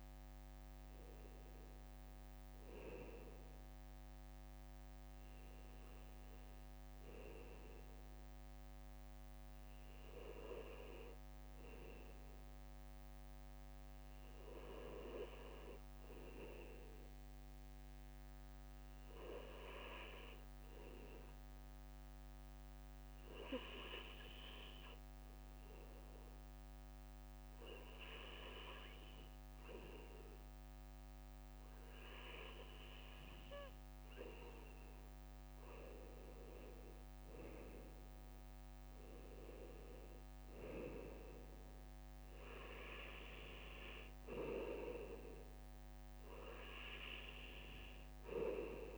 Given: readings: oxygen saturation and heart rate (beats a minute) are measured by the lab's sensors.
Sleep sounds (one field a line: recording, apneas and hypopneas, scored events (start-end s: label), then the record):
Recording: breathing in sleep by a microphone on the trachea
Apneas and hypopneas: 1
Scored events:
0.00-32.50 s: bradycardia (device-marked, heart rate 56 extreme)
10.00-30.50 s: obstructive apnea (oxygen 99% before, 96% lowest, heart rate 58 before, 57 extreme, up 3 after)
32.50-35.50 s: arousal
41.50-48.98 s: bradycardia (device-marked, heart rate 59 before, 57 extreme)
From the record:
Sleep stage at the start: N2 (light sleep)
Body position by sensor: on the back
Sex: male